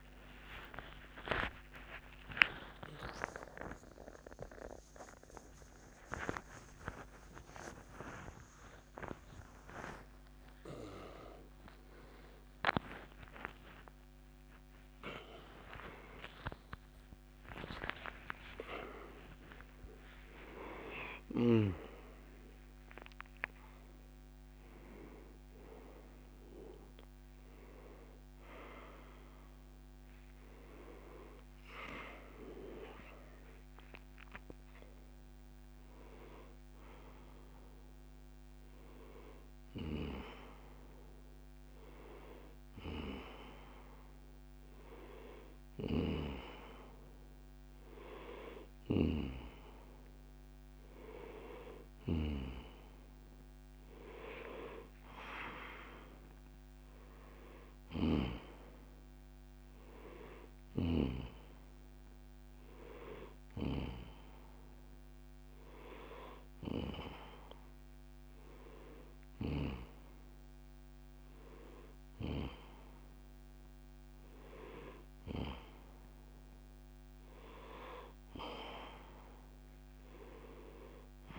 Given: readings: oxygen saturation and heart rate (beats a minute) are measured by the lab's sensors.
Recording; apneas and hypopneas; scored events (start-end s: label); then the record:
a person awake in a sleep study, by a microphone on the trachea; none
2.00-7.00 s: oxygen desaturation (device-marked, oxygen 97% before, 94% lowest, heart rate 91 before, 73 extreme)
53.00-75.00 s: oxygen desaturation (device-marked, oxygen 97% before, 94% lowest, heart rate 70 before, 65 extreme)
60.00-81.39 s: new sleep stage, N1 (lightest sleep)
From the record:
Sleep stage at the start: awake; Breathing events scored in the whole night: 122 in 4.2 hours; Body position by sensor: on the right side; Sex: male